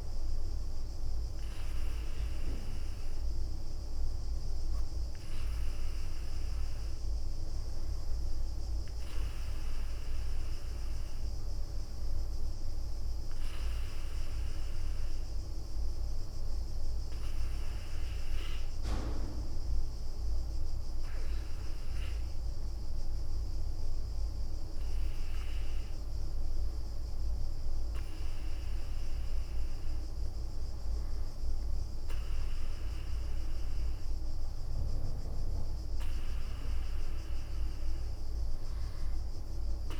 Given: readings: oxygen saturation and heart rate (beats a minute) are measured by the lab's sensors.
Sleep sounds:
breathing in sleep, hard to hear, by a room microphone; none
0.00-1.50 s: leg movement (device-marked)
6.00-15.00 s: oxygen desaturation (device-marked, oxygen 96% before, 93% lowest, heart rate 69 before, 69 extreme)
38.50-40.00 s: leg movement (device-marked)
From the record:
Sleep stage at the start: REM sleep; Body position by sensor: on the right side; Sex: female

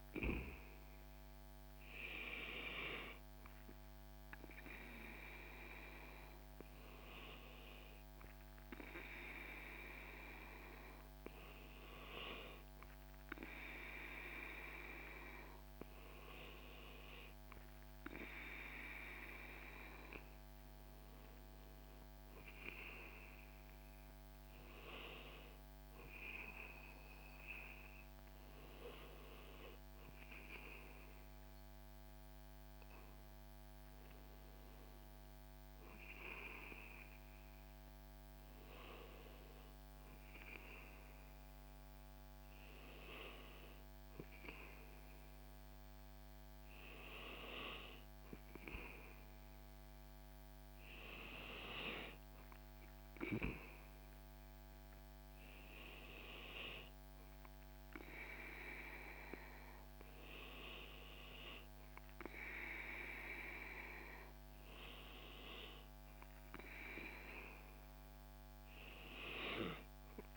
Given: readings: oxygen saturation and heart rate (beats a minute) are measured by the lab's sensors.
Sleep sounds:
breathing in sleep by a microphone on the trachea; none
none scored
From the record:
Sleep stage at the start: N2 (light sleep); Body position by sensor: on the back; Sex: male

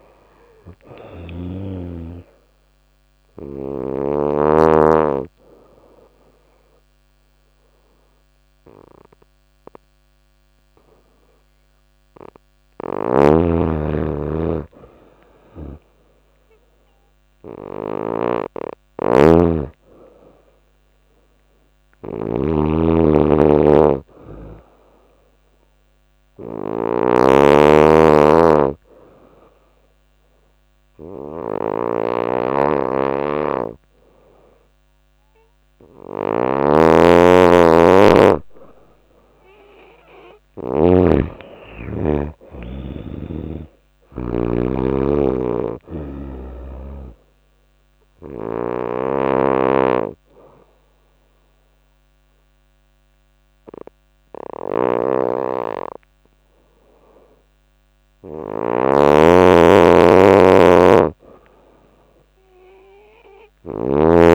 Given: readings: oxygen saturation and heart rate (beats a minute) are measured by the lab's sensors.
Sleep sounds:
breathing in sleep by a microphone on the trachea; 2
0.00-1.00 s: snoring (device-marked)
2.00-12.50 s: obstructive apnea (oxygen 98% before, 90% lowest, heart rate 87 before, 86 extreme, up 11 after)
9.00-21.00 s: oxygen desaturation (device-marked, oxygen 95% before, 91% lowest, heart rate 89 before, 86 extreme)
13.50-18.00 s: arousal
17.00-40.50 s: snoring (device-marked)
27.00-36.00 s: oxygen desaturation (device-marked, oxygen 96% before, 93% lowest, heart rate 91 before, 86 extreme)
39.50-42.50 s: arousal
47.00-59.50 s: obstructive apnea (oxygen 96% before, 90% lowest, heart rate 87 before, 86 extreme, up 19 after)
48.00-64.00 s: oxygen desaturation (device-marked, oxygen 95% before, 90% lowest, heart rate 87 before, 86 extreme)
54.00-58.00 s: snoring (device-marked)
60.00-64.35 s: snoring (device-marked)
62.00-64.35 s: arousal
From the record:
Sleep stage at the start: N2 (light sleep); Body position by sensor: on the back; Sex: female

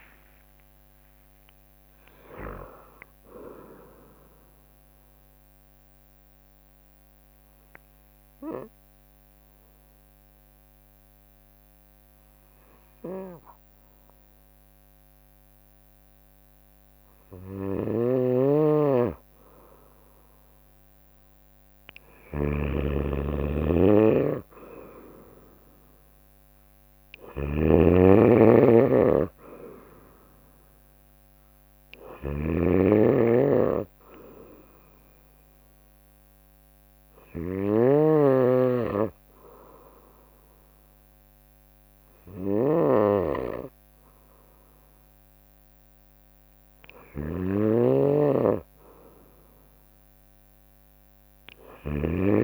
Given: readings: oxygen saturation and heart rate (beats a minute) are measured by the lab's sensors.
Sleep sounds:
breathing in sleep by a microphone on the trachea; 1
0.00-1.00 s: tachycardia (device-marked, heart rate 117 extreme)
5.00-7.00 s: bradycardia (device-marked, heart rate 63 before, 79 extreme)
6.50-18.50 s: obstructive apnea (oxygen 94% before, 92% lowest, heart rate 82 before, 60 extreme, up 3 after)
17.00-52.44 s: snoring (device-marked)
21.00-24.50 s: arousal
27.00-45.00 s: oxygen desaturation (device-marked, oxygen 96% before, 92% lowest, heart rate 61 before, 60 extreme)
50.00-52.44 s: arousal
From the record:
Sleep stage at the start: N2 (light sleep); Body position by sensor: on the right side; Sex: female

